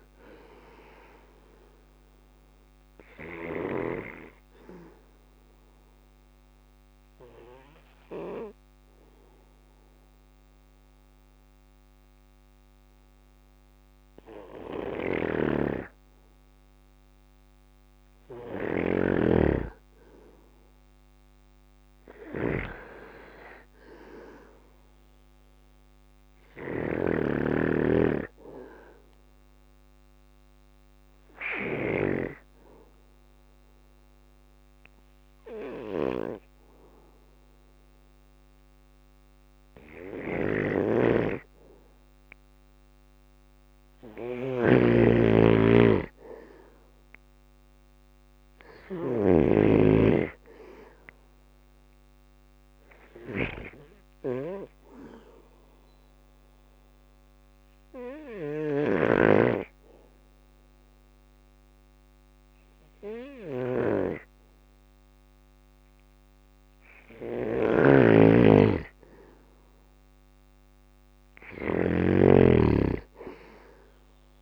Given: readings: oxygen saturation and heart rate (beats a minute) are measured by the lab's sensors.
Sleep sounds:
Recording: breathing in sleep by a microphone on the trachea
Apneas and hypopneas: 3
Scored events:
0.00-2.50 s: snoring (device-marked)
0.00-9.00 s: bradycardia (device-marked, heart rate 58 extreme)
3.00-13.00 s: oxygen desaturation (device-marked, oxygen 98% before, 94% lowest, heart rate 60 before, 58 extreme)
5.00-16.00 s: obstructive apnea (oxygen 98% before, 94% lowest, heart rate 60 before, 58 extreme, up 5 after)
13.50-30.50 s: snoring (device-marked)
18.00-21.50 s: arousal
22.00-36.00 s: bradycardia (device-marked, heart rate 60 before, 58 extreme)
27.50-39.00 s: obstructive apnea (oxygen 98% before, 94% lowest, heart rate 60 before, 58 extreme, up 3 after)
39.00-48.00 s: snoring (device-marked)
41.00-44.50 s: arousal
54.50-65.50 s: obstructive apnea (oxygen 97% before, 94% lowest, heart rate 60 before, 57 extreme, up 1 after)
56.00-59.00 s: bradycardia (device-marked, heart rate 60 before, 60 extreme)
57.00-74.00 s: snoring (device-marked)
66.00-70.00 s: arousal
From the record:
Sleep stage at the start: N2 (light sleep)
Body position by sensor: on the back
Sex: male

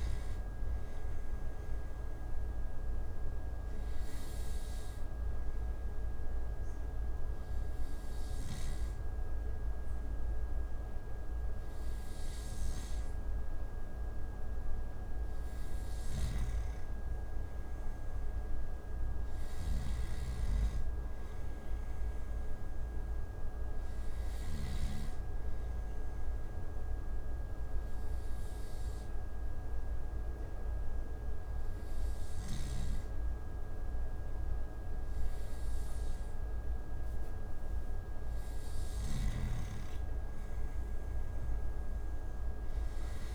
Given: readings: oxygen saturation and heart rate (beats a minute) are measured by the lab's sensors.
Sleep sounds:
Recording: breathing in sleep, hard to hear, by a room microphone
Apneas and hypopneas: 2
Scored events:
2.50-16.00 s: hypopnea (oxygen 94% before, 92% lowest)
16.00-25.00 s: snoring (device-marked)
17.50-21.00 s: arousal
27.00-37.50 s: obstructive apnea (oxygen 95% before, 91% lowest)
39.00-43.35 s: snoring (device-marked)
41.50-43.35 s: arousal
From the record:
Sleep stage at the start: N2 (light sleep)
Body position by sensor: on the back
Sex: male

